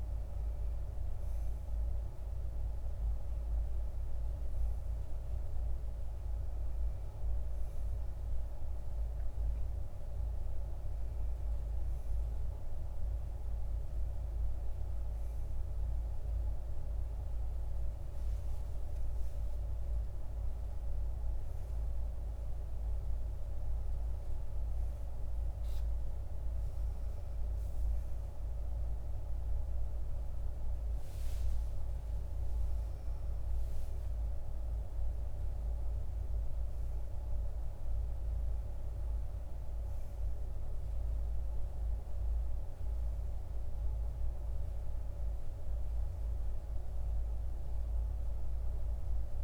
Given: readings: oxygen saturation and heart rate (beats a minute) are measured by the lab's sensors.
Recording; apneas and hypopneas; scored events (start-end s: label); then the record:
a person awake in a sleep study, hard to hear, by a room microphone; none
none scored
From the record:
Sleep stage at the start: awake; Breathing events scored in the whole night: 198 in 7.2 hours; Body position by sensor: on the right side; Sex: female